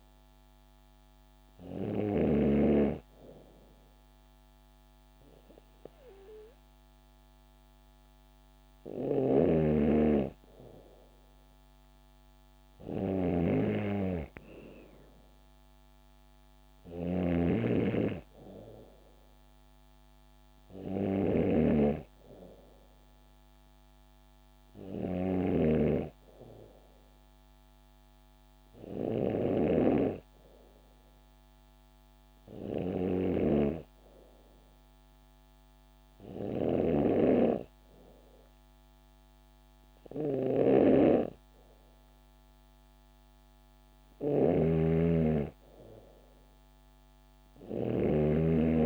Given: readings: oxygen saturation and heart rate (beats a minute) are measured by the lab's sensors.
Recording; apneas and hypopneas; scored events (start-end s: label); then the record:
breathing in sleep by a microphone on the trachea; none
0.00-2.00 s: snoring (device-marked)
8.50-48.86 s: snoring (device-marked)
From the record:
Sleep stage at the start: N2 (light sleep); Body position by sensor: on the back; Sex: female